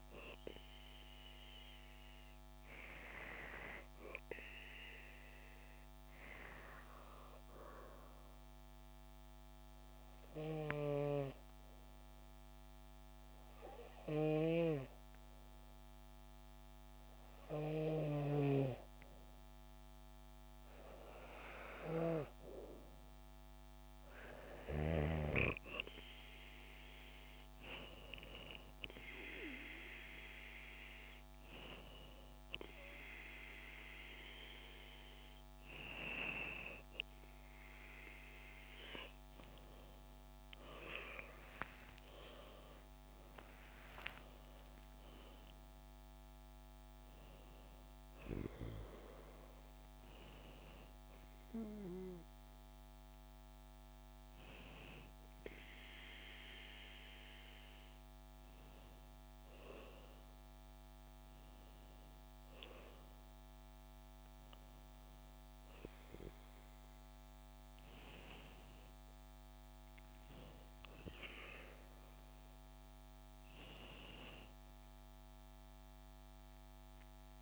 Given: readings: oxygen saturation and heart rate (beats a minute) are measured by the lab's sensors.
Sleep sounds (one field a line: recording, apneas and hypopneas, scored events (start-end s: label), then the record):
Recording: breathing in sleep by a microphone on the trachea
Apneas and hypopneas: 1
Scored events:
3.00-6.50 s: arousal
9.00-19.00 s: obstructive apnea (oxygen 95% before, 90% lowest, heart rate 70 before, 65 extreme, up 1 after)
21.00-40.00 s: oxygen desaturation (device-marked, oxygen 95% before, 90% lowest, heart rate 71 before, 65 extreme)
21.50-25.00 s: arousal
42.00-47.00 s: arousal
From the record:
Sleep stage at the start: N2 (light sleep)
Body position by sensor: on the back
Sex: female